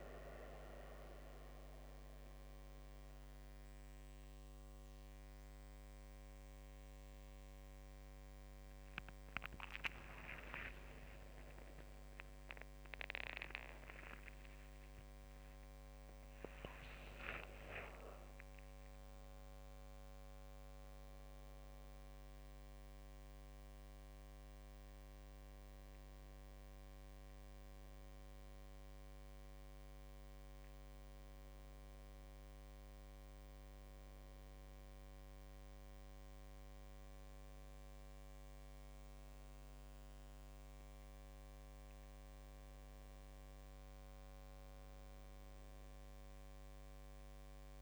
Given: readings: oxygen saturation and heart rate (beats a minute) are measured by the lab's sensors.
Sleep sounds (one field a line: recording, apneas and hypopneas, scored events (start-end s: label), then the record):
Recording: a person awake in a sleep study, by a microphone on the trachea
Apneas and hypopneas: none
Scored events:
1.50-18.50 s: drop in pulse transit time (device-marked, heart rate 88 before, 71 extreme)
10.50-12.50 s: long interval between heartbeats (device-marked, heart rate 78 before, 90 extreme)
28.50-47.82 s: new sleep stage, N1 (lightest sleep)
From the record:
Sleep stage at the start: awake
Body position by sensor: on the back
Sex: female